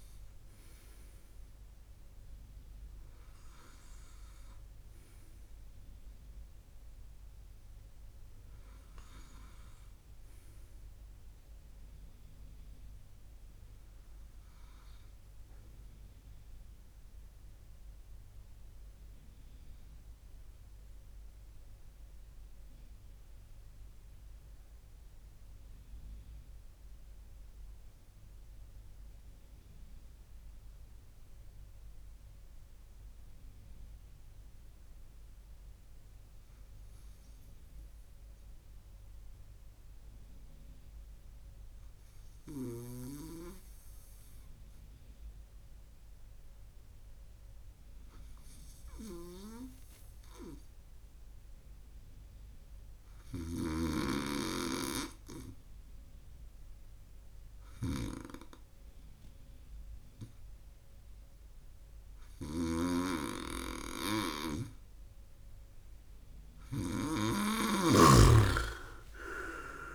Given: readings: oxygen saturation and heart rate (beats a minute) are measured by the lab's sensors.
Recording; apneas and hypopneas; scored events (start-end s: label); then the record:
breathing in sleep by a room microphone; 1
22.00-47.50 s: mixed apnea (oxygen 100% before, 96% lowest, heart rate 61 before, 56 extreme, up 2 after)
50.50-53.00 s: arousal
53.00-69.95 s: snoring (device-marked)
From the record:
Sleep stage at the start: N2 (light sleep); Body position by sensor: on the right side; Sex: male